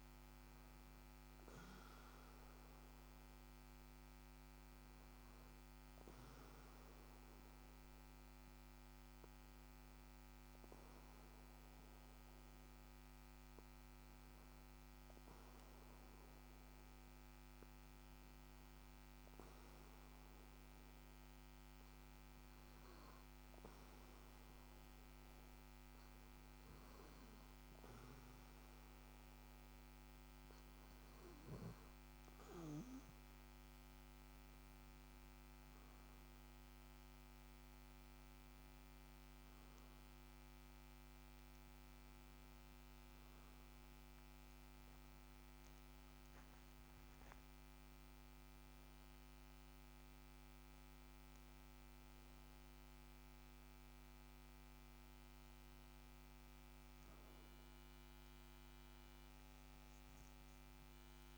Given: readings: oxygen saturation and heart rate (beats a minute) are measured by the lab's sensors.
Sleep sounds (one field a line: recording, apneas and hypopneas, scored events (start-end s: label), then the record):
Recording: breathing in sleep, hard to hear, by a microphone on the trachea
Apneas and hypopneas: 1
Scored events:
6.00-30.00 s: hypopnea (oxygen 95% before, 92% lowest, heart rate 58 before, 55 extreme, up 4 after)
58.50-61.38 s: arousal
From the record:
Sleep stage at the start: REM sleep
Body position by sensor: on the back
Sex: male